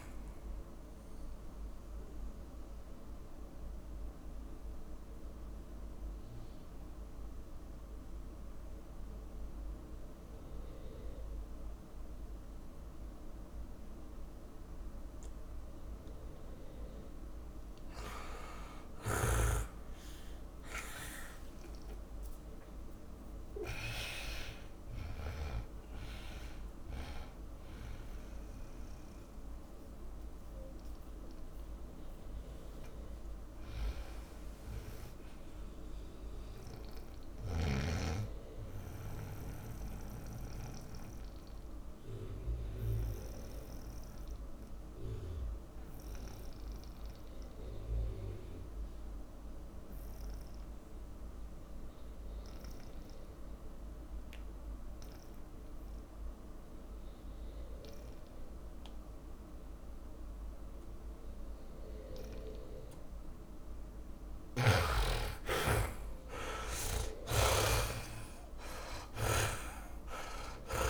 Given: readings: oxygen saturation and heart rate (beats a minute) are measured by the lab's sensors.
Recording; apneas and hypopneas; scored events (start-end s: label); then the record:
breathing in sleep by a room microphone; 2
0.00-14.00 s: oxygen desaturation (device-marked, oxygen 74% lowest)
2.50-17.50 s: central apnea (oxygen 93% before, 74% lowest)
21.00-25.50 s: arousal
27.00-40.00 s: oxygen desaturation (device-marked, oxygen 100% before, 88% lowest)
41.50-65.00 s: mixed apnea (oxygen 100% before, 76% lowest)
55.00-70.90 s: oxygen desaturation (device-marked, oxygen 99% before, 76% lowest)
69.00-70.90 s: arousal
69.50-70.90 s: snoring (device-marked)
From the record:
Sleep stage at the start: N2 (light sleep); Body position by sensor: on the back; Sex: male